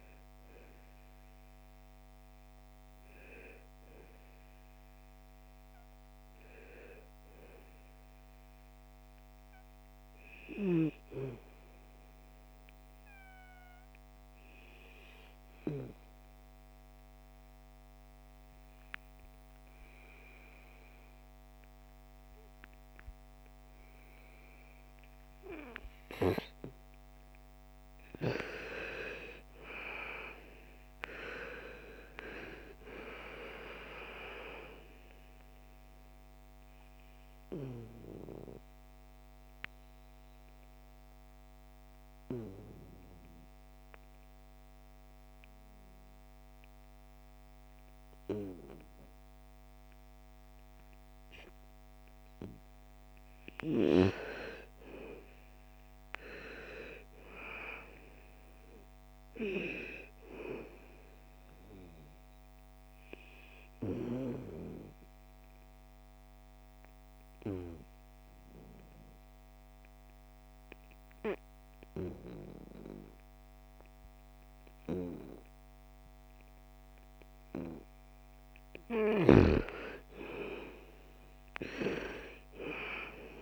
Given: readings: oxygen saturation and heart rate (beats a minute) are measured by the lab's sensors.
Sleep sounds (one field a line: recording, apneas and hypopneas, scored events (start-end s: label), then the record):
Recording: breathing in sleep by a microphone on the trachea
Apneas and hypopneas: 3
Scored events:
0.00-7.50 s: oxygen desaturation (device-marked, oxygen 93% lowest, heart rate 53 extreme)
11.00-26.00 s: obstructive apnea (oxygen 98% before, 85% lowest, heart rate 59 before, 51 extreme, up 16 after)
24.50-56.50 s: oxygen desaturation (device-marked, oxygen 97% before, 85% lowest, heart rate 55 before, 51 extreme)
27.50-31.50 s: arousal
36.50-52.00 s: mixed apnea (oxygen 97% before, 85% lowest, heart rate 58 before, 51 extreme, up 14 after)
54.00-59.00 s: arousal
58.50-71.50 s: oxygen desaturation (device-marked, oxygen 98% before, 92% lowest, heart rate 55 before, 55 extreme)
61.50-77.00 s: obstructive apnea (oxygen 98% before, 88% lowest, heart rate 56 before, 55 extreme, up 9 after)
78.00-83.42 s: snoring (device-marked)
79.00-82.50 s: arousal
From the record:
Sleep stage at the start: N2 (light sleep)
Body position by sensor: on the back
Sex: female